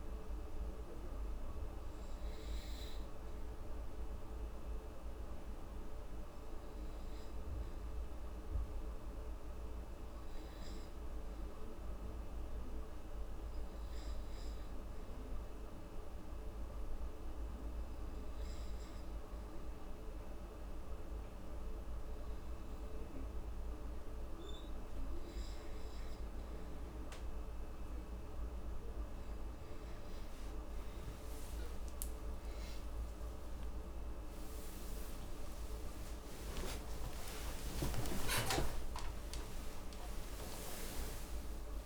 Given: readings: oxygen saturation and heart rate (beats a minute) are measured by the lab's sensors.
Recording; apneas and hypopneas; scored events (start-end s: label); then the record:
breathing in sleep, hard to hear, by a room microphone; 1
5.00-25.00 s: hypopnea (oxygen 98% before, 94% lowest, heart rate 73 before, 54 extreme, up 31 after)
7.00-15.00 s: oxygen desaturation (device-marked, oxygen 98% before, 94% lowest, heart rate 72 before, 67 extreme)
26.00-29.00 s: arousal
From the record:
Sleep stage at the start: N2 (light sleep); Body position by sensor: on the back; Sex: female